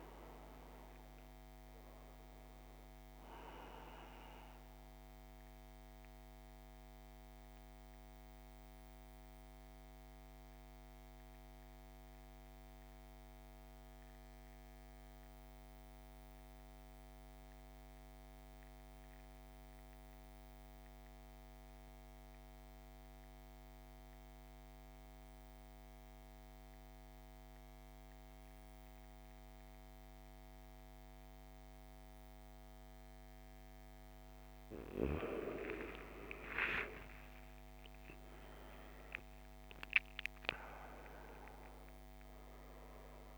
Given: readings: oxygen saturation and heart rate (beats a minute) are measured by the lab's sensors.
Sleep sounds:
breathing in sleep by a microphone on the trachea; 1
0.00-23.50 s: oxygen desaturation (device-marked, oxygen 81% lowest, heart rate 48 extreme)
5.00-34.50 s: central apnea (oxygen 99% before, 81% lowest, heart rate 66 before, 48 extreme, up 17 after)
35.50-39.50 s: arousal
35.50-43.38 s: oxygen desaturation (device-marked, oxygen 99% before, 85% lowest, heart rate 54 before, 50 extreme)
From the record:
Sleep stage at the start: N2 (light sleep); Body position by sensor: on the right side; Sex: male

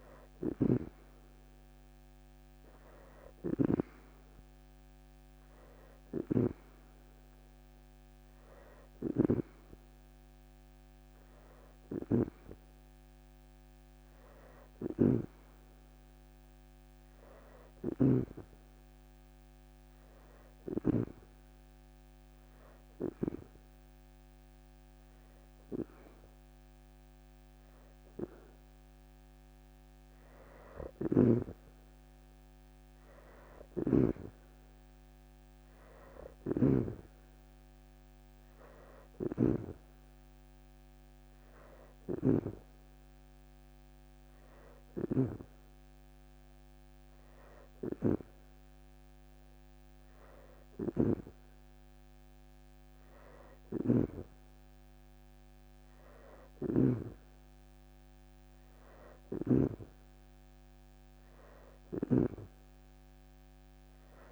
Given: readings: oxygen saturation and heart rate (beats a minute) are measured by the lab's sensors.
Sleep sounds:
breathing in sleep by a microphone on the trachea; 1
2.50-20.50 s: snoring (device-marked)
3.50-7.00 s: leg movement (device-marked)
11.50-13.00 s: leg movement (device-marked)
20.50-30.50 s: hypopnea (oxygen 90% before, 85% lowest, heart rate 61 before, 34 extreme, up 8 after)
22.50-24.50 s: leg movement (device-marked)
30.50-33.00 s: leg movement (device-marked)
33.00-36.50 s: snoring (device-marked)
33.00-37.00 s: arousal
38.50-39.50 s: leg movement (device-marked)
38.50-56.50 s: snoring (device-marked)
41.00-44.50 s: leg movement (device-marked)
42.50-54.50 s: oxygen desaturation (device-marked, oxygen 90% before, 85% lowest, heart rate 63 before, 47 extreme)
61.00-64.32 s: snoring (device-marked)
From the record:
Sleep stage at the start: N2 (light sleep); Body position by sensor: on the back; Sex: female

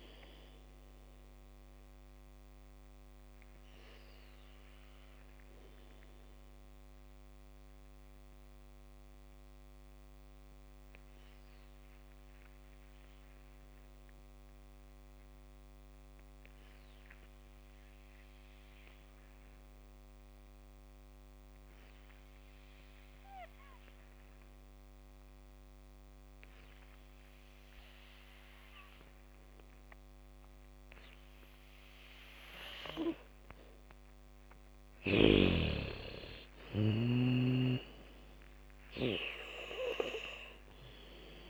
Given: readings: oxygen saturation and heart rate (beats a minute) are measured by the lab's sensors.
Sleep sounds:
breathing in sleep by a microphone on the trachea; 1
0.00-16.00 s: oxygen desaturation (device-marked, oxygen 78% lowest, heart rate 46 extreme)
5.50-34.00 s: mixed apnea (oxygen 95% before, 78% lowest, heart rate 68 before, 46 extreme, up 11 after)
23.00-30.00 s: bradycardia (device-marked, heart rate 69 before, 50 extreme)
28.00-41.50 s: oxygen desaturation (device-marked, oxygen 98% before, 79% lowest, heart rate 72 before, 46 extreme)
32.00-39.00 s: bradycardia (device-marked, heart rate 69 before, 46 extreme)
38.50-41.50 s: arousal
From the record:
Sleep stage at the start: N2 (light sleep); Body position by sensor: on the back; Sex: female

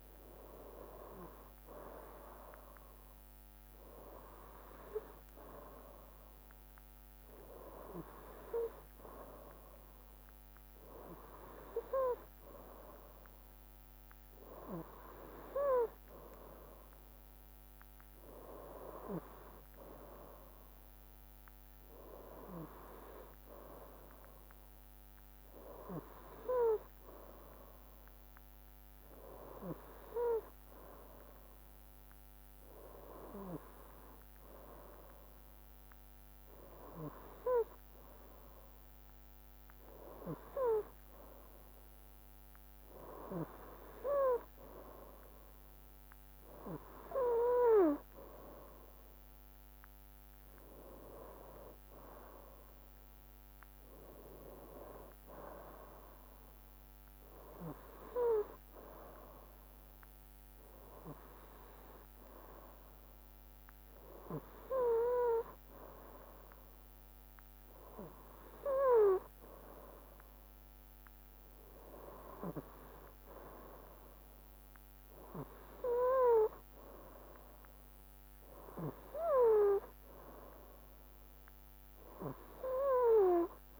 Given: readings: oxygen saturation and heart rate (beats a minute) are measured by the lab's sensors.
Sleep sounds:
breathing in sleep by a microphone on the trachea; none
43.00-58.00 s: drop in pulse transit time (device-marked, heart rate 63 before, 65 extreme)
From the record:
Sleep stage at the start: N2 (light sleep); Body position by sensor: on the right side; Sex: male

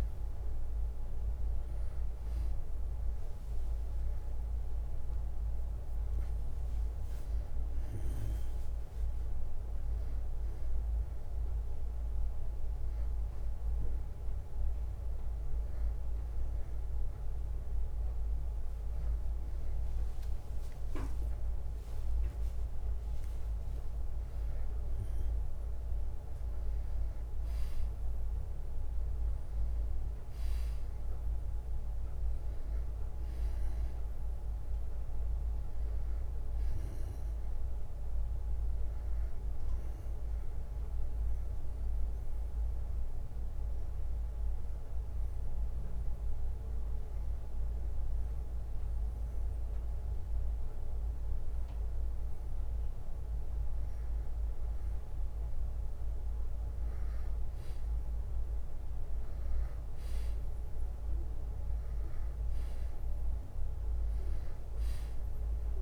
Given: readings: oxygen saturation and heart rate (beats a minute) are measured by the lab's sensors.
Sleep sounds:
breathing in sleep, hard to hear, by a room microphone; 1
0.00-8.00 s: drop in pulse transit time (device-marked, heart rate 62 extreme)
2.00-6.00 s: tachycardia (device-marked, heart rate 64 before, 107 extreme)
4.50-6.50 s: long interval between heartbeats (device-marked, heart rate 63 before, 99 extreme)
21.00-25.50 s: arousal
21.50-23.50 s: long interval between heartbeats (device-marked, heart rate 78 before, 72 extreme)
22.00-32.00 s: drop in pulse transit time (device-marked, heart rate 78 before, 63 extreme)
41.00-53.50 s: obstructive apnea (oxygen 96% before, 93% lowest, heart rate 67 before, 54 extreme, up 7 after)
50.00-56.00 s: bradycardia (device-marked, heart rate 65 before, 54 extreme)
56.50-61.50 s: arousal
64.00-65.82 s: oxygen desaturation (device-marked, oxygen 97% before, 93% lowest, heart rate 59 before, 56 extreme)
From the record:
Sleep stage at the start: N2 (light sleep); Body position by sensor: on the back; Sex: male

